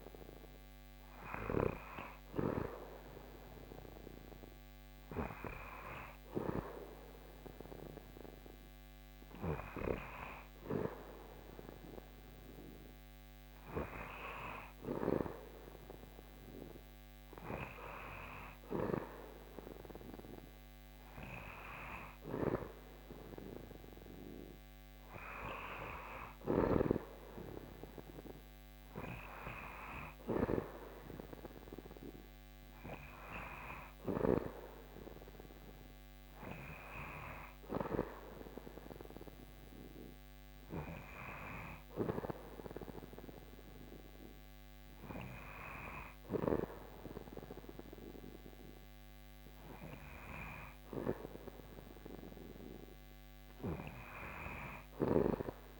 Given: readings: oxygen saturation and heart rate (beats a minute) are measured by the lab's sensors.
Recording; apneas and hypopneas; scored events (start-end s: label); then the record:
breathing in sleep by a microphone on the trachea; none
none scored
From the record:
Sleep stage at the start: REM sleep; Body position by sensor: on the back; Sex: male